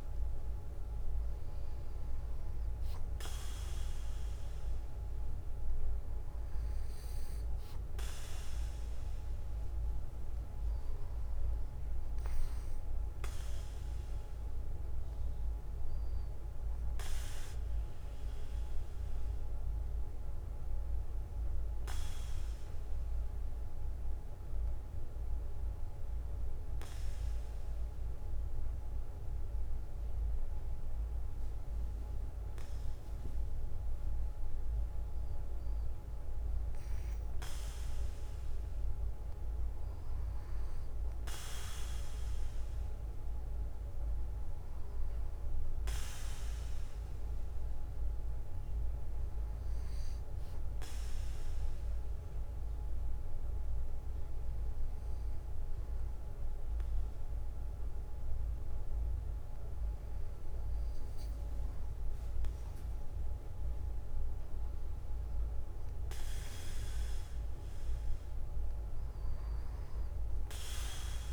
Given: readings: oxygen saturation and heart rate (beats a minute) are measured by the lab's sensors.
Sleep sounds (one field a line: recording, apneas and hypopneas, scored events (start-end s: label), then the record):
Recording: breathing in sleep, hard to hear, by a room microphone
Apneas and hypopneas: 2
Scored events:
2.00-4.00 s: bradycardia (device-marked, heart rate 60 before, 62 extreme)
10.00-12.00 s: bradycardia (device-marked, heart rate 60 before, 61 extreme)
19.00-32.00 s: bradycardia (device-marked, heart rate 60 before, 54 extreme)
20.50-32.00 s: hypopnea (oxygen 97% before, 95% lowest, heart rate 61 before, 54 extreme, up 7 after)
36.00-40.00 s: arousal
41.00-60.00 s: bradycardia (device-marked, heart rate 59 before, 55 extreme)
52.00-64.00 s: hypopnea (oxygen 96% before, 95% lowest, heart rate 60 before, 54 extreme, up 7 after)
66.00-68.00 s: bradycardia (device-marked, heart rate 59 before, 61 extreme)
66.00-70.00 s: arousal
70.00-71.33 s: bradycardia (device-marked, heart rate 59 before, 59 extreme)
From the record:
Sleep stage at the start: N2 (light sleep)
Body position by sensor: on the back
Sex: male